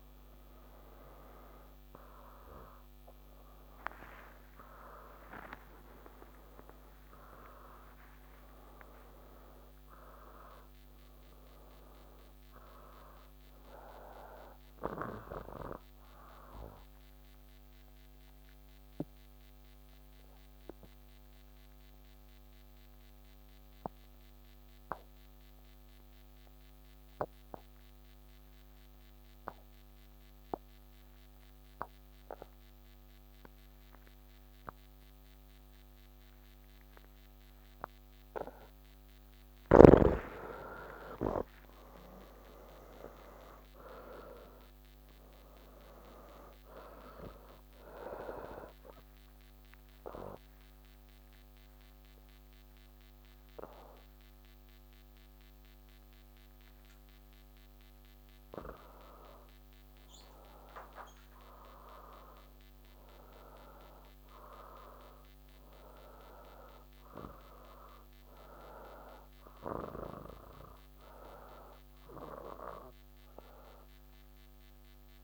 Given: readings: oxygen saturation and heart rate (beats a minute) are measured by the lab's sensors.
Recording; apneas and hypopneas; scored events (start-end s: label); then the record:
breathing in sleep by a microphone on the trachea; 2
0.00-4.50 s: oxygen desaturation (device-marked, oxygen 89% lowest)
19.00-38.50 s: obstructive apnea (oxygen 98% before, 85% lowest)
38.50-65.50 s: oxygen desaturation (device-marked, oxygen 97% before, 85% lowest)
50.50-60.50 s: obstructive apnea (oxygen 97% before, 85% lowest)
From the record:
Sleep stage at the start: N1 (lightest sleep); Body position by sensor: on the back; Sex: male